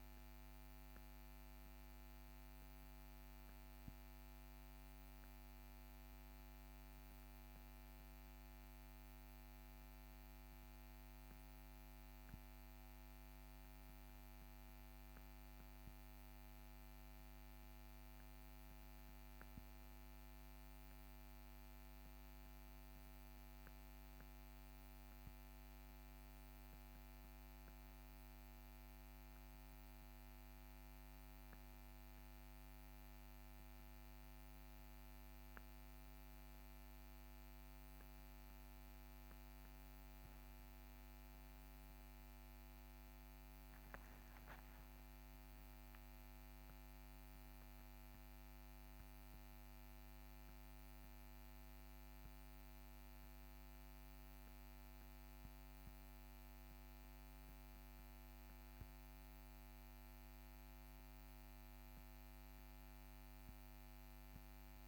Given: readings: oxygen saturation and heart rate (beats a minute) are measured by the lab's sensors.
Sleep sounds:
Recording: a person awake in a sleep study, hard to hear, by a microphone on the trachea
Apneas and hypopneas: none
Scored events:
none scored
From the record:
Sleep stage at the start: awake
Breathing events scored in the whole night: 227 in 7.2 hours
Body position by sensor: on the back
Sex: male

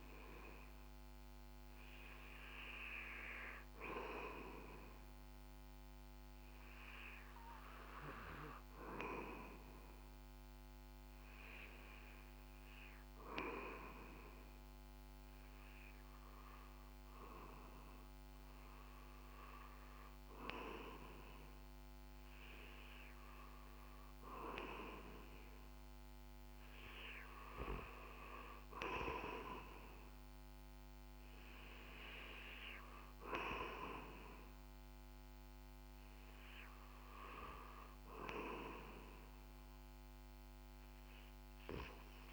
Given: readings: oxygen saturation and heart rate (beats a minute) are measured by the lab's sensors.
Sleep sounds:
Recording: breathing in sleep by a microphone on the trachea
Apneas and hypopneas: none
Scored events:
none scored
From the record:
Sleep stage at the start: REM sleep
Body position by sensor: on the back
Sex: male

